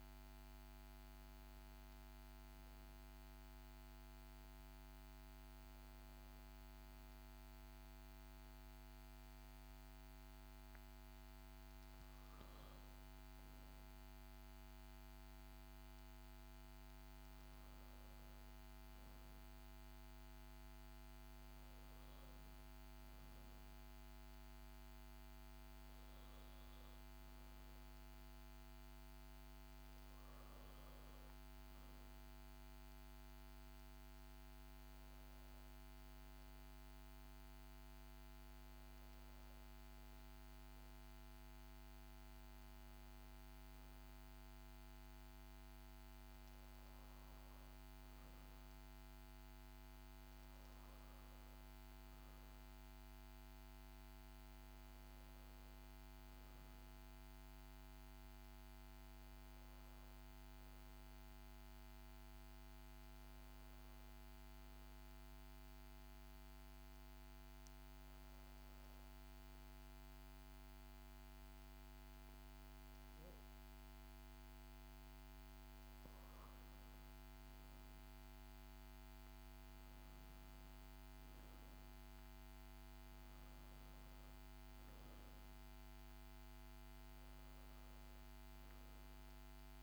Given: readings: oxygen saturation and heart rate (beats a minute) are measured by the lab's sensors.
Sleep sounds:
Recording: a person awake in a sleep study, hard to hear, by a microphone on the trachea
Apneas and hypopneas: 1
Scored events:
60.00-89.83 s: new sleep stage, N2 (light sleep)
65.50-77.00 s: obstructive apnea (oxygen 94% before, 92% lowest, heart rate 60 before, 58 extreme, up 1 after)
78.00-82.50 s: arousal
From the record:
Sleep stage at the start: awake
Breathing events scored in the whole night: 415 in 6.4 hours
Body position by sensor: on the back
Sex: female

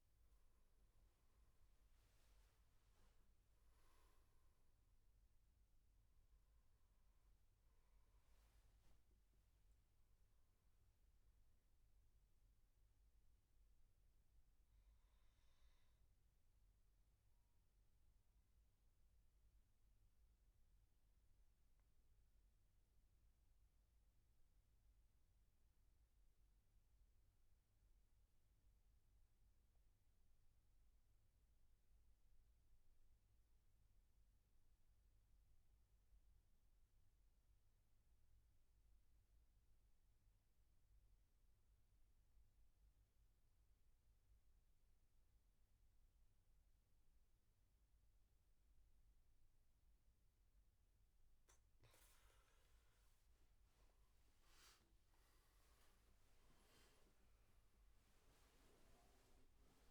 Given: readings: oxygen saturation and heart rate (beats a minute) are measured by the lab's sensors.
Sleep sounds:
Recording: breathing in sleep, hard to hear, by a room microphone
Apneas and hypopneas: 1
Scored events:
0.00-13.50 s: oxygen desaturation (device-marked, oxygen 93% lowest, heart rate 65 extreme)
8.00-10.00 s: long interval between heartbeats (device-marked, heart rate 78 before, 84 extreme)
13.50-51.50 s: mixed apnea (oxygen 100% before, 88% lowest, heart rate 81 before, 66 extreme, up 17 after)
36.50-59.91 s: oxygen desaturation (device-marked, oxygen 98% before, 88% lowest, heart rate 70 before, 67 extreme)
54.50-59.00 s: arousal
From the record:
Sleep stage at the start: N2 (light sleep)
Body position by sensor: on the back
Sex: male

